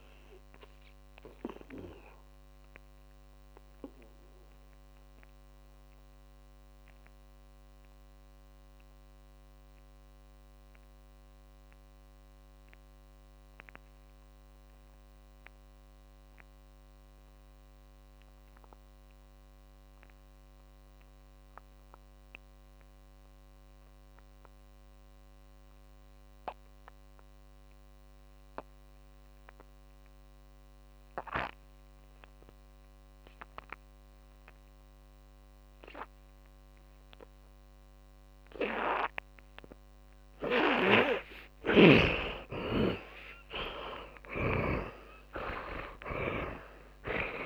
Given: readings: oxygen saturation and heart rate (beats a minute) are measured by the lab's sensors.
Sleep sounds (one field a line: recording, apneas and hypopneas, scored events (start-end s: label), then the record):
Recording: breathing in sleep by a microphone on the trachea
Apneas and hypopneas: 1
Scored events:
0.00-20.00 s: oxygen desaturation (device-marked, oxygen 76% lowest, heart rate 43 extreme)
2.00-41.00 s: mixed apnea (oxygen 100% before, 74% lowest, heart rate 61 before, 43 extreme, up 31 after)
28.00-47.46 s: oxygen desaturation (device-marked, oxygen 100% before, 74% lowest, heart rate 64 before, 43 extreme)
42.00-47.00 s: arousal
44.00-47.46 s: snoring (device-marked)
From the record:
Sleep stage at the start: N2 (light sleep)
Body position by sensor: on the back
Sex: male